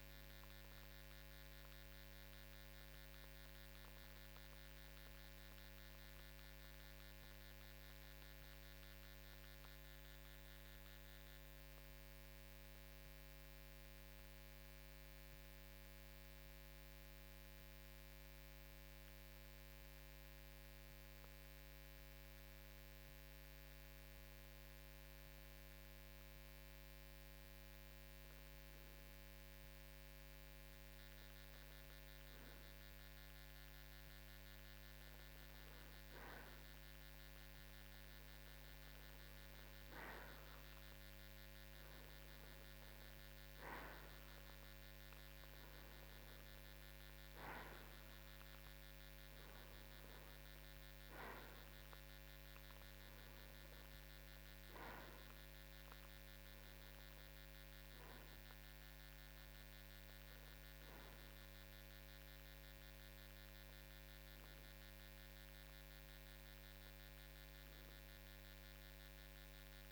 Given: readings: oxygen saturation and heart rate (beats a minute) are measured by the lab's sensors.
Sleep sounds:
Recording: breathing in sleep, hard to hear, by a microphone on the trachea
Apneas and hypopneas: 1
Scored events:
2.50-31.50 s: obstructive apnea (oxygen 94% before, 92% lowest, heart rate 55 before, 52 extreme, up 0 after)
33.50-38.00 s: arousal
35.50-44.50 s: oxygen desaturation (device-marked, oxygen 97% before, 94% lowest, heart rate 54 before, 53 extreme)
From the record:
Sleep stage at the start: N2 (light sleep)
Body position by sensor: on the right side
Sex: male

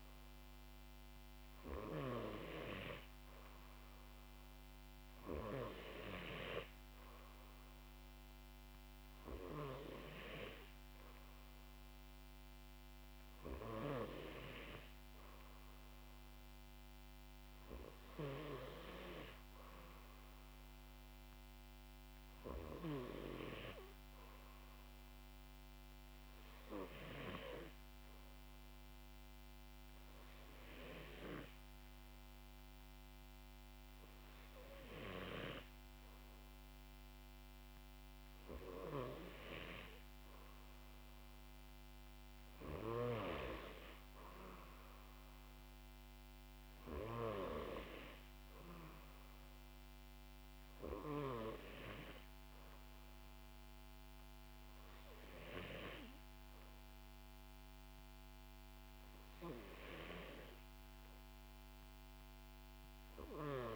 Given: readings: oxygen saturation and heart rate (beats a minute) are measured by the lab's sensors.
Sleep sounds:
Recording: breathing in sleep by a microphone on the trachea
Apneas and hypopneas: none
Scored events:
none scored
From the record:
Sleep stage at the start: N2 (light sleep)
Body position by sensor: on the back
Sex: female

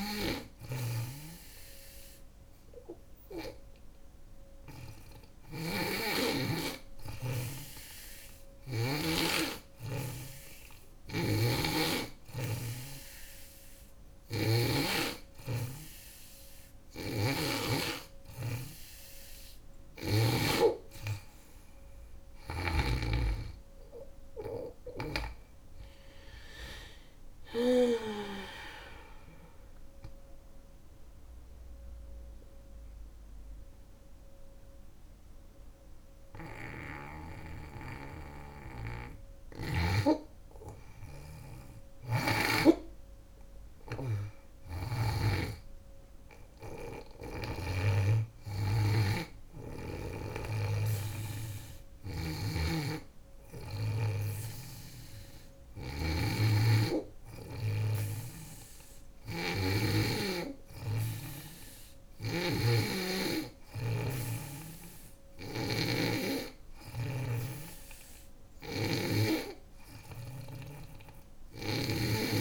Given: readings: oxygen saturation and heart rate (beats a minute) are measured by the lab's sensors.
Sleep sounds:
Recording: breathing in sleep by a room microphone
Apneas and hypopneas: none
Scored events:
0.00-8.50 s: snoring (device-marked)
10.50-14.00 s: snoring (device-marked)
16.00-19.50 s: snoring (device-marked)
40.50-44.50 s: snoring (device-marked)
51.50-72.41 s: snoring (device-marked)
From the record:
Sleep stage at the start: N2 (light sleep)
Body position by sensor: on the back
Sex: female

